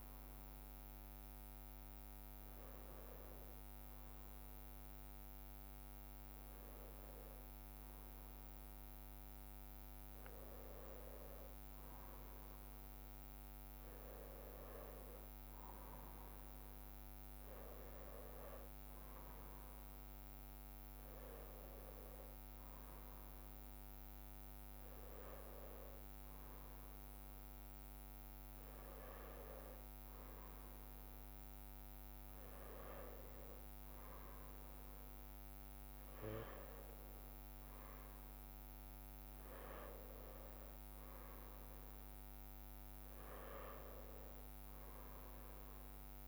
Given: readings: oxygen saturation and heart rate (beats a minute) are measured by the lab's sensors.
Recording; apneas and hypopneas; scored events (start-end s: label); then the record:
breathing in sleep, hard to hear, by a microphone on the trachea; none
31.50-33.50 s: long interval between heartbeats (device-marked)
From the record:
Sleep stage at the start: N1 (lightest sleep); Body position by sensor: on the right side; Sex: male